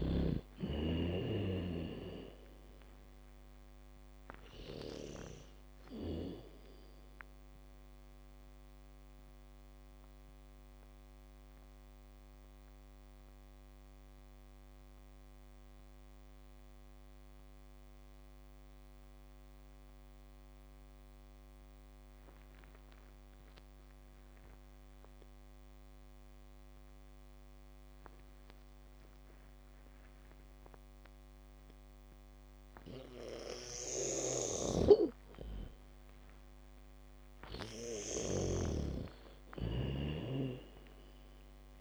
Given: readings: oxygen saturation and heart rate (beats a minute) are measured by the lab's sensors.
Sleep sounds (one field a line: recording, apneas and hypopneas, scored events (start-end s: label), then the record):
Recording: breathing in sleep by a microphone on the trachea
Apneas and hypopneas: 1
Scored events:
0.00-7.00 s: bradycardia (device-marked)
0.00-28.00 s: oxygen desaturation (device-marked, oxygen 84% lowest)
10.00-35.50 s: mixed apnea (oxygen 99% before, 83% lowest)
34.00-38.50 s: snoring (device-marked)
36.00-41.81 s: bradycardia (device-marked)
37.00-40.00 s: arousal
39.00-41.81 s: oxygen desaturation (device-marked, oxygen 99% before, 86% lowest, heart rate 66 before, 27 extreme)
From the record:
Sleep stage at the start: N2 (light sleep)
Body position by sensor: on the back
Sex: female